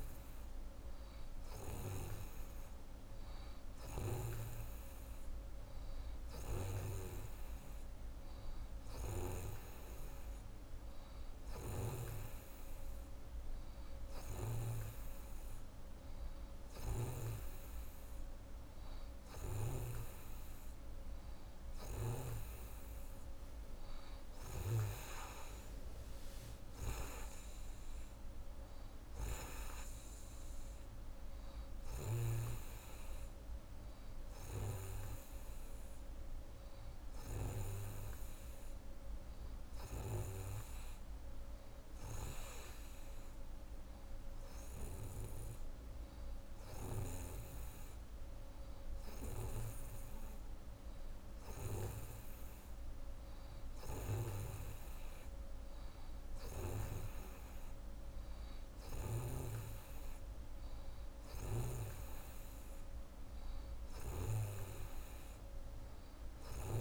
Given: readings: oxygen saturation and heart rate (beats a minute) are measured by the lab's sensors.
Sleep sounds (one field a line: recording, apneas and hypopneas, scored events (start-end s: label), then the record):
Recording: breathing in sleep by a room microphone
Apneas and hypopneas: none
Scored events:
none scored
From the record:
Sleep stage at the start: N2 (light sleep)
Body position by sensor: on the right side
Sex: female